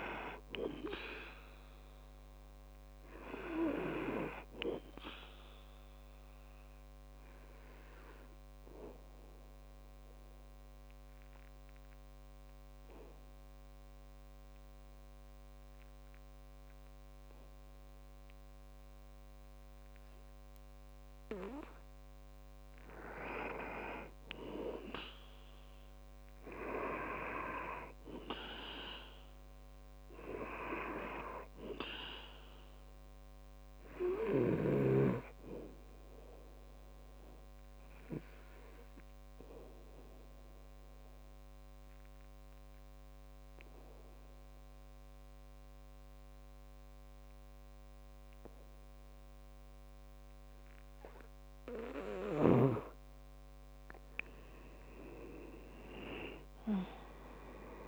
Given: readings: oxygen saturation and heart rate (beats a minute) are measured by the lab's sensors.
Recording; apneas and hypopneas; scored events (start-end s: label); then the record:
breathing in sleep by a microphone on the trachea; 2
0.00-15.50 s: oxygen desaturation (device-marked, oxygen 90% lowest, heart rate 63 extreme)
6.50-22.50 s: obstructive apnea (oxygen 98% before, 90% lowest, heart rate 68 before, 63 extreme, up 6 after)
24.50-29.00 s: arousal
31.50-50.50 s: oxygen desaturation (device-marked, oxygen 98% before, 93% lowest, heart rate 66 before, 64 extreme)
37.50-53.00 s: obstructive apnea (oxygen 98% before, 92% lowest, heart rate 67 before, 64 extreme, up 6 after)
54.50-57.87 s: arousal
From the record:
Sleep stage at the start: N2 (light sleep); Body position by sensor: on the back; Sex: male